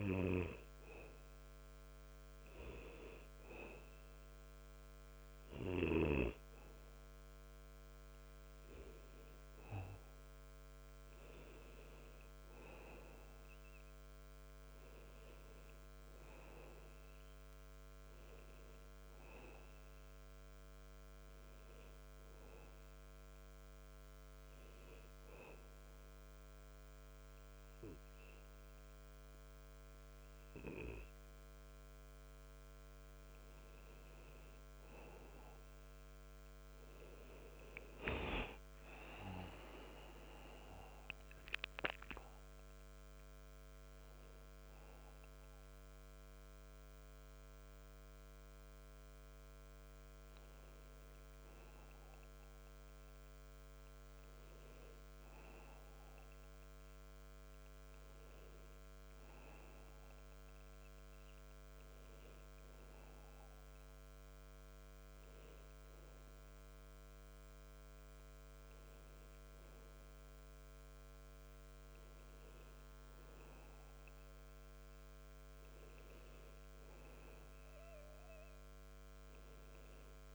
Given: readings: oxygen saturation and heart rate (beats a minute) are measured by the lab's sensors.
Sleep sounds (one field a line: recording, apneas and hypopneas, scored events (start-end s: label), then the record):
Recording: breathing in sleep by a microphone on the trachea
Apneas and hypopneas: 1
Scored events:
24.00-34.00 s: obstructive apnea (oxygen 95% before, 91% lowest, heart rate 74 before, 83 extreme, up 13 after)
38.50-43.50 s: arousal
46.50-68.50 s: oxygen desaturation (device-marked, oxygen 95% before, 91% lowest, heart rate 87 before, 65 extreme)
From the record:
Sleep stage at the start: N2 (light sleep)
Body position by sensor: on the back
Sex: male